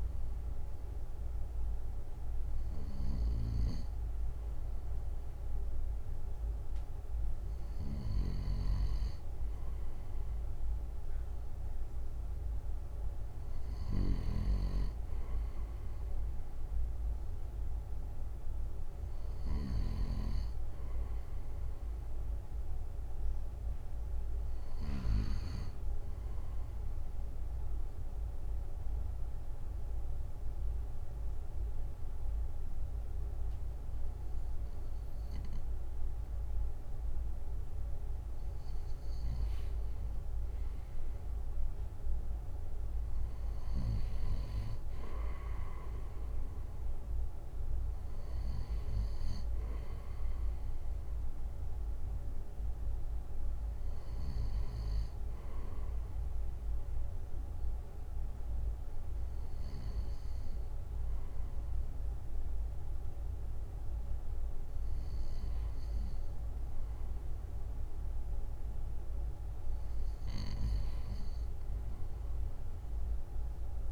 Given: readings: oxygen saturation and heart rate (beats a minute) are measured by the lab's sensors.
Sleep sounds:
breathing in sleep by a room microphone; 1
26.00-39.50 s: obstructive apnea (oxygen 97% before, 94% lowest, heart rate 60 before, 53 extreme, up 12 after)
41.50-44.50 s: arousal
From the record:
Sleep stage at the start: N2 (light sleep); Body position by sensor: on the right side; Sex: male

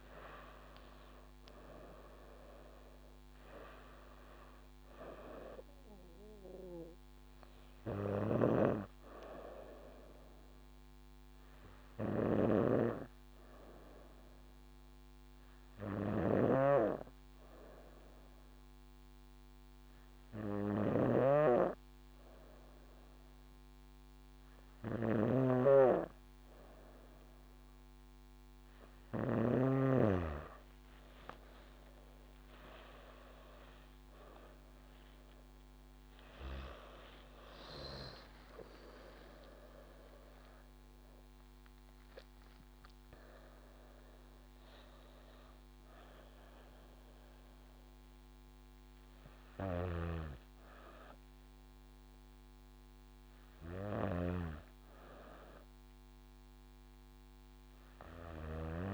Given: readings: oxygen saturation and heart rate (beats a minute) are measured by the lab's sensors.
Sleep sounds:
a person awake in a sleep study, by a microphone on the trachea; none
0.00-1.50 s: arousal
0.00-11.00 s: drop in pulse transit time (device-marked, heart rate 68 before, 68 extreme)
16.50-29.50 s: snoring (device-marked)
21.00-51.00 s: new sleep stage, awake
30.50-35.50 s: leg movement (device-marked)
36.00-40.00 s: leg movement (device-marked)
37.00-51.00 s: drop in pulse transit time (device-marked, heart rate 69 before, 78 extreme)
51.00-58.94 s: new sleep stage, N2 (light sleep)
From the record:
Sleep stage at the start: N2 (light sleep); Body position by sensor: on the back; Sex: female

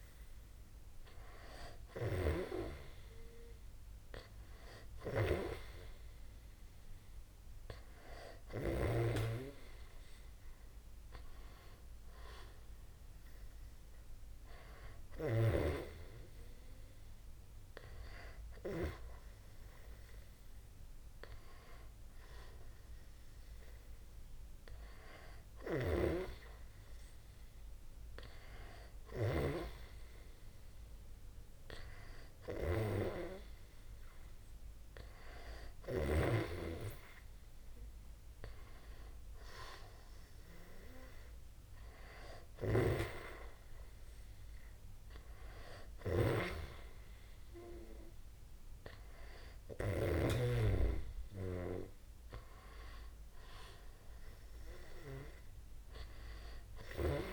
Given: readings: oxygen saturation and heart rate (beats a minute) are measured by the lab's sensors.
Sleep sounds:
breathing in sleep by a room microphone; none
none scored
From the record:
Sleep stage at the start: N2 (light sleep); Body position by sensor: on the back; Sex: male

